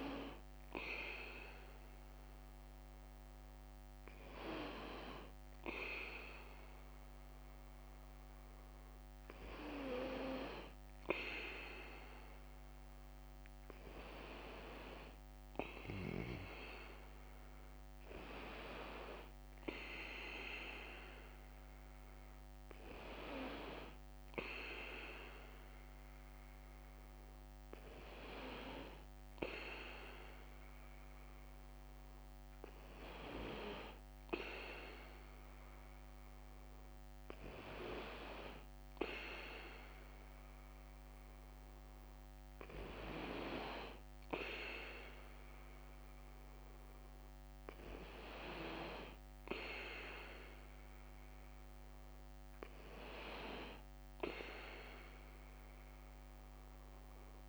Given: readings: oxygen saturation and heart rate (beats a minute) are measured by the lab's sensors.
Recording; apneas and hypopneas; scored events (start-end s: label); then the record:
breathing in sleep by a microphone on the trachea; none
0.00-57.49 s: bradycardia (device-marked, heart rate 52 extreme)
From the record:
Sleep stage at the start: N2 (light sleep); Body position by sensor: on the back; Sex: male